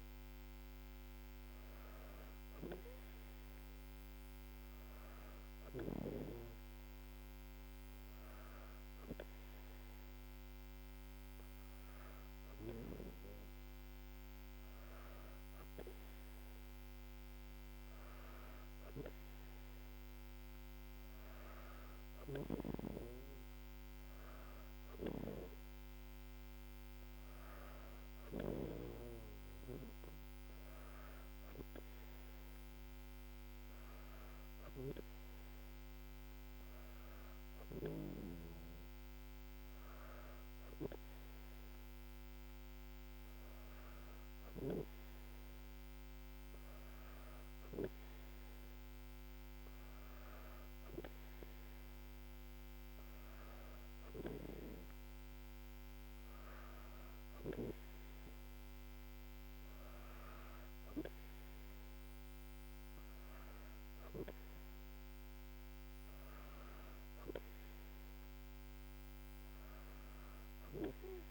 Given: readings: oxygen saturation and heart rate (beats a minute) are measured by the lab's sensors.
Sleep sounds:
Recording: breathing in sleep by a microphone on the trachea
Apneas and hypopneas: none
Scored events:
none scored
From the record:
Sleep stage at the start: N2 (light sleep)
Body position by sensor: on the back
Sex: female

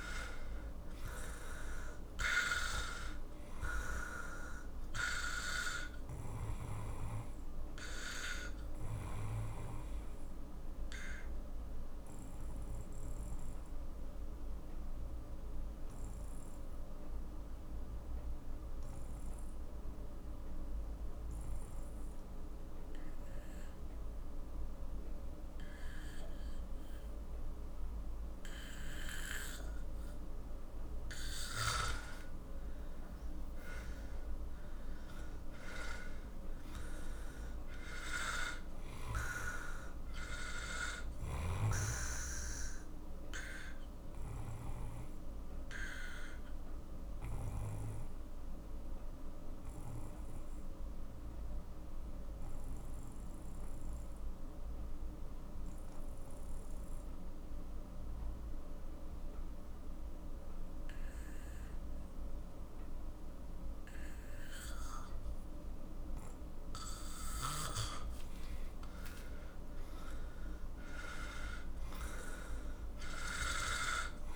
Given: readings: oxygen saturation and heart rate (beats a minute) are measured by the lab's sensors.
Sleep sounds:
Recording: breathing in sleep by a room microphone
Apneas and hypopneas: 2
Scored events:
0.00-18.50 s: oxygen desaturation (device-marked, oxygen 90% lowest, heart rate 42 extreme)
8.00-30.50 s: obstructive apnea (oxygen 97% before, 90% lowest, heart rate 56 before, 42 extreme, up 13 after)
29.50-55.50 s: oxygen desaturation (device-marked, oxygen 97% before, 90% lowest, heart rate 47 before, 44 extreme)
32.50-37.00 s: arousal
45.50-66.50 s: obstructive apnea (oxygen 97% before, 90% lowest, heart rate 55 before, 43 extreme, up 13 after)
70.00-74.00 s: arousal
From the record:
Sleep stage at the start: N2 (light sleep)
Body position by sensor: on the back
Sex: male

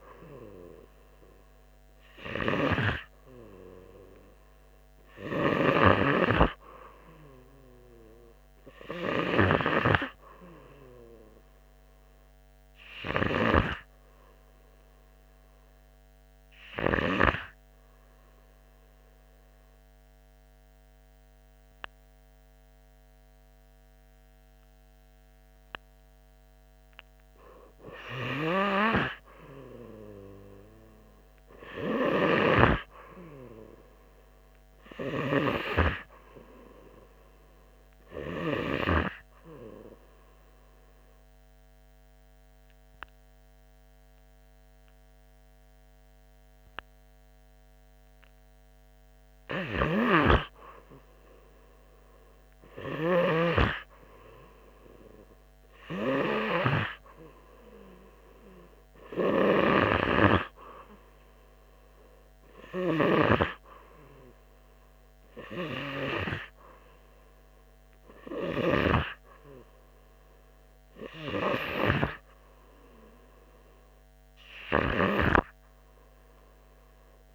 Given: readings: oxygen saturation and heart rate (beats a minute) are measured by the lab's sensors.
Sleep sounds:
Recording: breathing in sleep by a microphone on the trachea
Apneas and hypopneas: 2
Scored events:
0.00-2.50 s: arousal
18.50-33.50 s: oxygen desaturation (device-marked, oxygen 95% before, 91% lowest, heart rate 86 before, 82 extreme)
19.50-29.50 s: obstructive apnea (oxygen 95% before, 90% lowest, heart rate 86 before, 82 extreme, up 3 after)
33.50-37.50 s: arousal
41.00-51.00 s: obstructive apnea (oxygen 94% before, 90% lowest, heart rate 84 before, 84 extreme, up 3 after)
52.50-57.50 s: arousal
72.50-77.35 s: new sleep stage, REM sleep
From the record:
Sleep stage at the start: N2 (light sleep)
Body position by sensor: on the right side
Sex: male

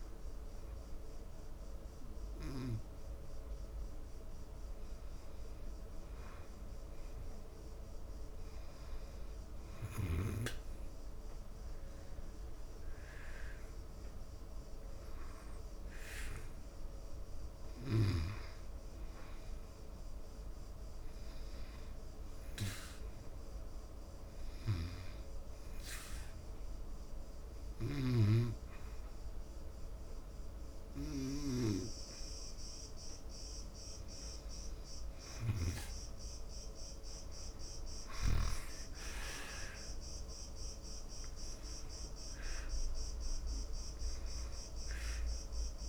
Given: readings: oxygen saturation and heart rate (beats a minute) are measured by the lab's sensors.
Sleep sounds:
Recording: breathing in sleep by a room microphone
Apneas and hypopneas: none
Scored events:
0.00-8.00 s: oxygen desaturation (device-marked, oxygen 91% lowest, heart rate 73 extreme)
38.50-43.00 s: arousal
From the record:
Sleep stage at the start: N2 (light sleep)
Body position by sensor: on the back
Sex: male

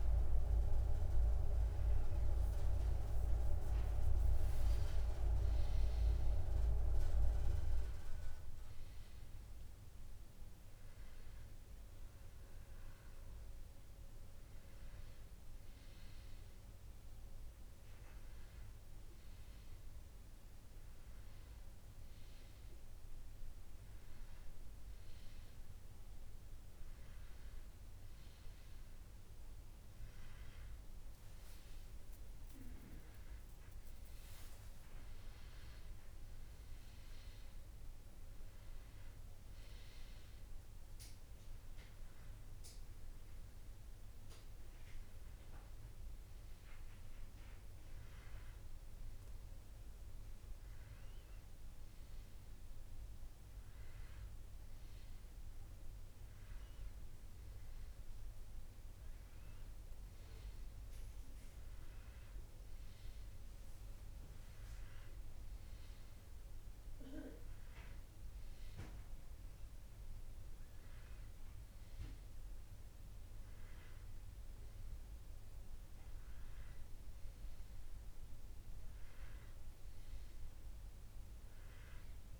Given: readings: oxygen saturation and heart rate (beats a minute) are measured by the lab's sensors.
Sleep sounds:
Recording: breathing in sleep by a room microphone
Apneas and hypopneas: none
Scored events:
7.50-16.50 s: oxygen desaturation (device-marked, oxygen 96% before, 93% lowest, heart rate 92 before, 86 extreme)
From the record:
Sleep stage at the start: N2 (light sleep)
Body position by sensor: on the back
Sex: male

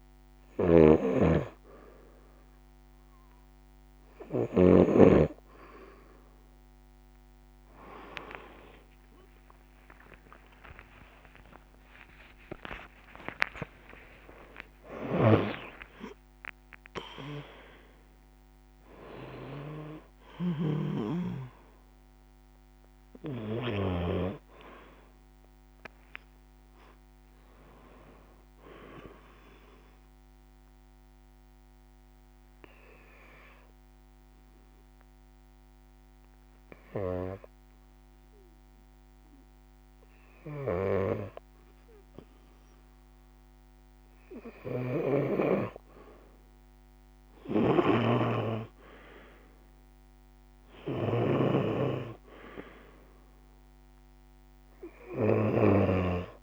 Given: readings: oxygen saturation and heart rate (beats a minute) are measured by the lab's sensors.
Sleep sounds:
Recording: breathing in sleep by a microphone on the trachea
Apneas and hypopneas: 1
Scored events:
0.00-23.00 s: snoring (device-marked)
9.50-15.00 s: arousal
29.00-44.00 s: obstructive apnea (oxygen 93% before, 89% lowest, heart rate 82 before, 60 extreme, up 9 after)
39.50-56.43 s: snoring (device-marked)
46.50-51.00 s: arousal
53.50-56.43 s: oxygen desaturation (device-marked, oxygen 94% before, 89% lowest, heart rate 63 before, 63 extreme)
From the record:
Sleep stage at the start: N2 (light sleep)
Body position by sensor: on the right side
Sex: female

